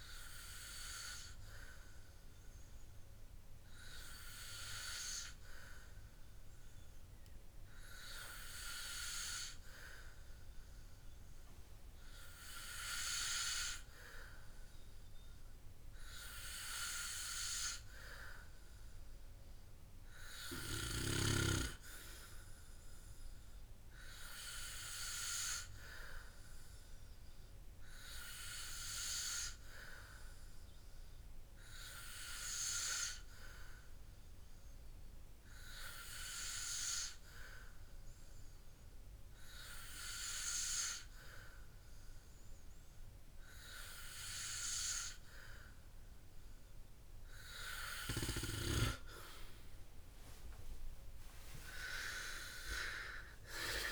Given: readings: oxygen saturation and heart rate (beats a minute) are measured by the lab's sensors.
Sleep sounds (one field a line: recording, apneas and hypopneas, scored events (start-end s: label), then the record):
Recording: breathing in sleep by a room microphone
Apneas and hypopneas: none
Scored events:
none scored
From the record:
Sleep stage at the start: N2 (light sleep)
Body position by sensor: on the back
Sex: male